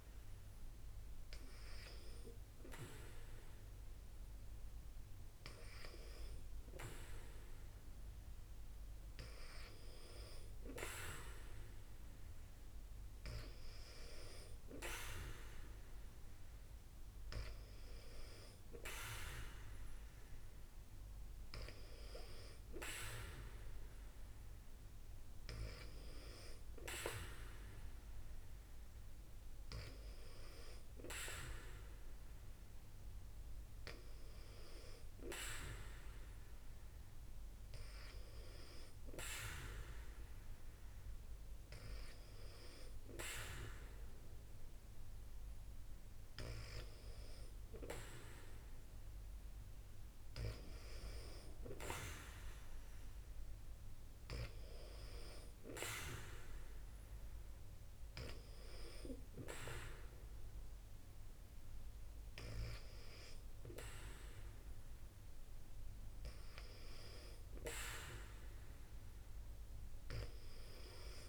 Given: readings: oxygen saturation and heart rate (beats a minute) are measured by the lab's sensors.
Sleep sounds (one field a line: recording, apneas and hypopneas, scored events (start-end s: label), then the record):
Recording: breathing in sleep by a room microphone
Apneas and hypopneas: none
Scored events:
none scored
From the record:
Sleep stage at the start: N2 (light sleep)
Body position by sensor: on the back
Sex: female